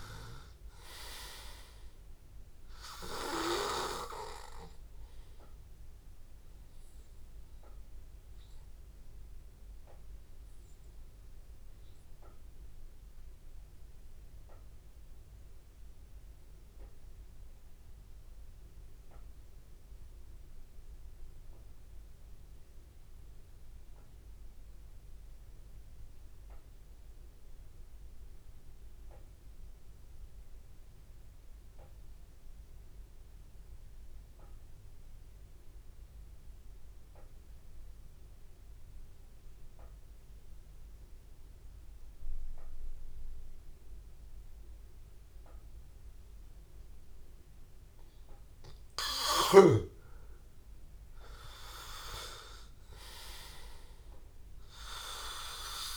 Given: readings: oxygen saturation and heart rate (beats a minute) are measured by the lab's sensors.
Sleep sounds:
breathing in sleep by a room microphone; 1
0.00-19.00 s: oxygen desaturation (device-marked, oxygen 91% lowest, heart rate 81 extreme)
11.50-47.50 s: obstructive apnea (oxygen 97% before, 91% lowest, heart rate 84 before, 81 extreme, up 3 after)
37.00-55.96 s: oxygen desaturation (device-marked, oxygen 98% before, 91% lowest, heart rate 84 before, 81 extreme)
48.50-53.00 s: arousal
From the record:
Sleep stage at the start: N2 (light sleep); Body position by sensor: on the back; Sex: male

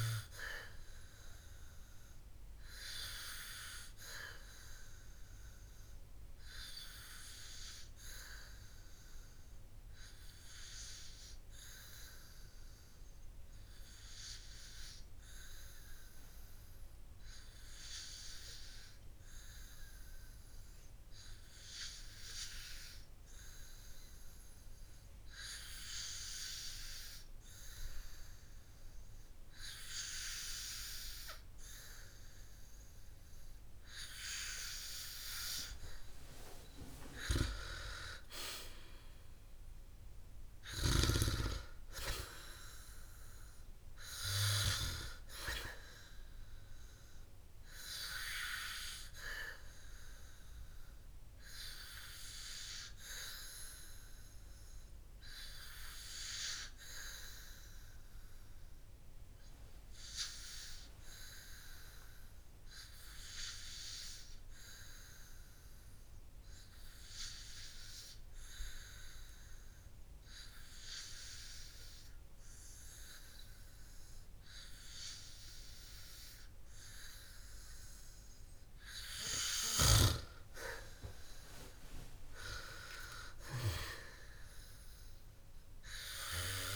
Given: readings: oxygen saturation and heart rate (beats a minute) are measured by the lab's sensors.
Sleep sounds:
breathing in sleep by a room microphone; 2
3.50-32.00 s: hypopnea (oxygen 98% before, 92% lowest, heart rate 62 before, 49 extreme, up 10 after)
13.50-30.50 s: oxygen desaturation (device-marked, oxygen 96% before, 92% lowest, heart rate 60 before, 53 extreme)
38.50-41.50 s: arousal
50.50-76.50 s: hypopnea (oxygen 98% before, 92% lowest, heart rate 63 before, 50 extreme, up 10 after)
61.50-79.50 s: oxygen desaturation (device-marked, oxygen 97% before, 92% lowest, heart rate 60 before, 51 extreme)
78.50-81.00 s: arousal
From the record:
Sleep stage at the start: N2 (light sleep); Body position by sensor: on the back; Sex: male

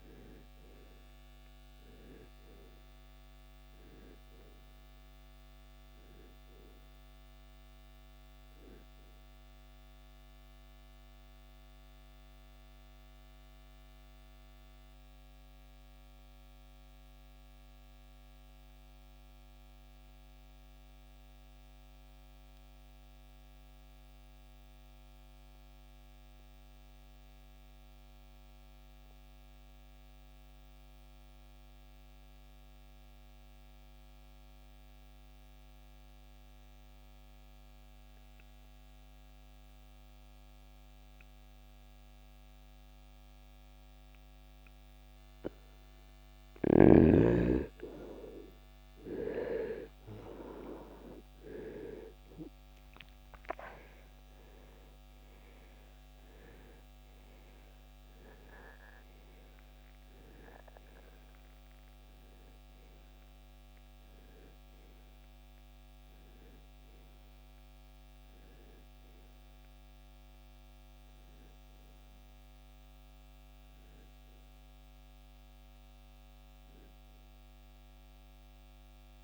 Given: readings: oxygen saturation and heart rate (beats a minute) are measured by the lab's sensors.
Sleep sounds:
breathing in sleep by a microphone on the trachea; 1
13.50-46.00 s: mixed apnea (oxygen 97% before, 82% lowest, heart rate 72 before, 41 extreme, up 23 after)
18.50-37.50 s: oxygen desaturation (device-marked, oxygen 95% before, 84% lowest, heart rate 74 before, 41 extreme)
48.50-53.50 s: arousal
From the record:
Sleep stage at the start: N2 (light sleep); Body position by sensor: on the right side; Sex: male

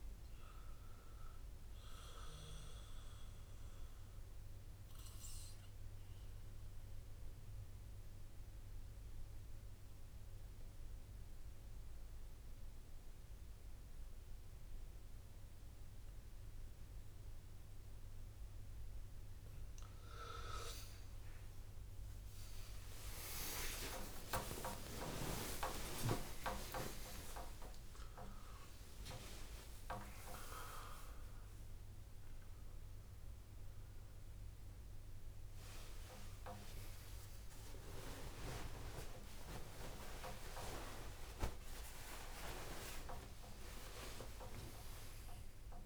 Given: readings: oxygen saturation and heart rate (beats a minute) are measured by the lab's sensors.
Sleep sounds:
a person partly awake in a sleep study, by a room microphone; 1
7.50-20.00 s: mixed apnea (oxygen 100% before, 90% lowest)
22.50-27.50 s: tachycardia (device-marked)
22.50-45.86 s: oxygen desaturation (device-marked, oxygen 98% before, 90% lowest)
27.50-29.50 s: long interval between heartbeats (device-marked)
28.50-45.86 s: new sleep stage, awake
35.50-37.50 s: long interval between heartbeats (device-marked, heart rate 52 before, 89 extreme)
From the record:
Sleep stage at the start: N2 (light sleep); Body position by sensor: on the back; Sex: male

